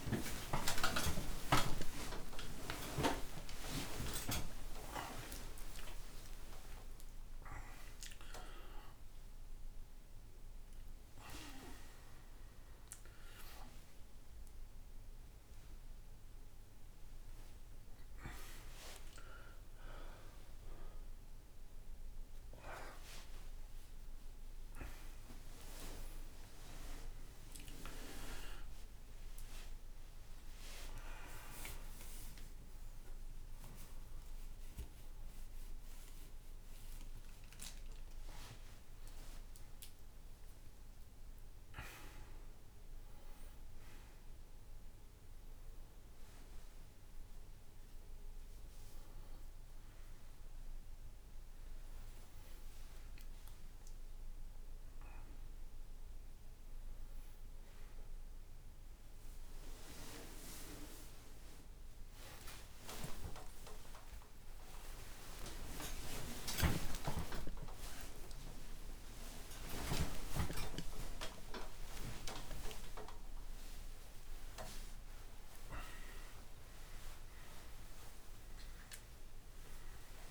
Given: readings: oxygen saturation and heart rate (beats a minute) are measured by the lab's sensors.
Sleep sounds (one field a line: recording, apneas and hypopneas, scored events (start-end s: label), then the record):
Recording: a person awake in a sleep study, by a room microphone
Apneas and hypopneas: none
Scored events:
0.50-80.31 s: new sleep stage, awake
1.50-5.50 s: tachycardia (device-marked)
6.50-8.50 s: tachycardia (device-marked)
16.50-22.50 s: tachycardia (device-marked)
66.50-80.31 s: tachycardia (device-marked)
From the record:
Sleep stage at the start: N2 (light sleep)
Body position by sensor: on the back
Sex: male